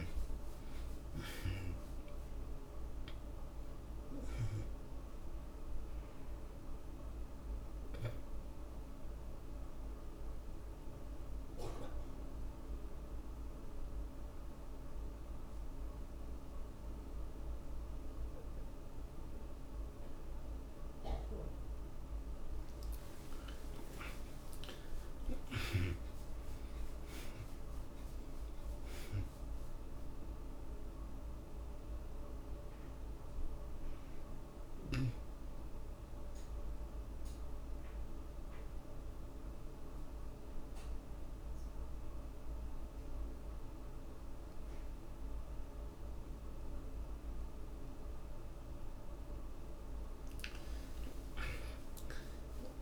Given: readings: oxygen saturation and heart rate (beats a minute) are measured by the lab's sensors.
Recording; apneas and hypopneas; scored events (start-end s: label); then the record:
breathing in sleep by a room microphone; 2
0.00-2.50 s: arousal
1.50-19.50 s: oxygen desaturation (device-marked, oxygen 94% before, 72% lowest)
5.00-21.50 s: obstructive apnea (oxygen 96% before, 68% lowest)
23.50-28.50 s: arousal
31.00-48.00 s: obstructive apnea (oxygen 94% before, 68% lowest)
32.50-46.50 s: oxygen desaturation (device-marked, oxygen 92% before, 71% lowest, heart rate 67 before, 34 extreme)
51.50-52.82 s: arousal
From the record:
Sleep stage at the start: N2 (light sleep); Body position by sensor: on the back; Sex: male